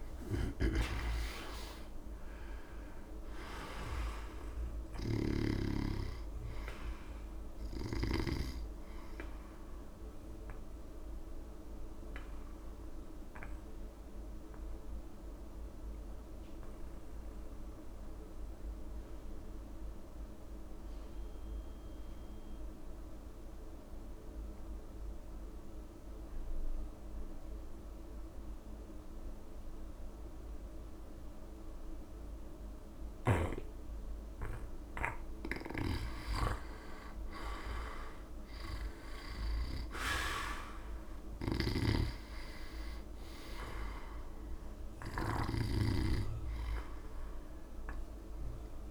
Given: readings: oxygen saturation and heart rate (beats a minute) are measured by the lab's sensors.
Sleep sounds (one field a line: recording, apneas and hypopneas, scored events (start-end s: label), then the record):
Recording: breathing in sleep by a room microphone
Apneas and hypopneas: 1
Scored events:
0.00-1.50 s: arousal
0.00-1.50 s: long interval between heartbeats (device-marked, heart rate 82 extreme)
0.00-20.00 s: oxygen desaturation (device-marked, oxygen 83% lowest, heart rate 68 extreme)
5.00-8.50 s: snoring (device-marked)
11.00-35.00 s: obstructive apnea (oxygen 99% before, 82% lowest, heart rate 76 before, 68 extreme, up 7 after)
33.00-48.91 s: oxygen desaturation (device-marked, oxygen 99% before, 85% lowest, heart rate 71 before, 67 extreme)
35.50-45.50 s: snoring (device-marked)
37.00-40.50 s: arousal
From the record:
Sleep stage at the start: N2 (light sleep)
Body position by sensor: on the back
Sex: male